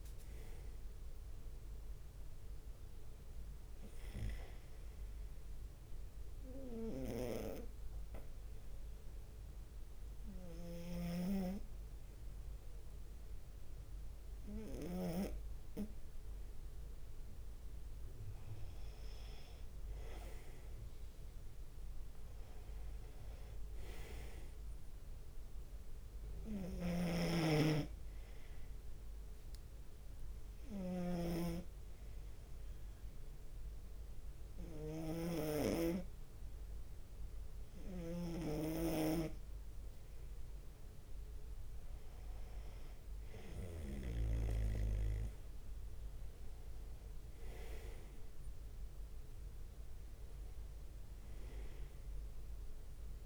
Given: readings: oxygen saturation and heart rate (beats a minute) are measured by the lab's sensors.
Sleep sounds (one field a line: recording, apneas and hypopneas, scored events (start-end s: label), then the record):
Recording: breathing in sleep by a room microphone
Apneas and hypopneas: 2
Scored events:
0.00-4.00 s: arousal
6.50-17.00 s: obstructive apnea (oxygen 94% before, 91% lowest, heart rate 67 before, 65 extreme, up 4 after)
11.00-15.50 s: snoring (device-marked)
19.00-22.00 s: arousal
19.50-22.50 s: leg movement (device-marked)
25.00-43.00 s: oxygen desaturation (device-marked, oxygen 95% before, 91% lowest, heart rate 69 before, 65 extreme)
27.00-45.00 s: snoring (device-marked)
29.50-34.00 s: leg movement (device-marked)
30.00-41.50 s: obstructive apnea (oxygen 95% before, 91% lowest, heart rate 69 before, 65 extreme, up 5 after)
44.00-48.50 s: arousal
From the record:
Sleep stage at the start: N2 (light sleep)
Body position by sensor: on the right side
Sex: male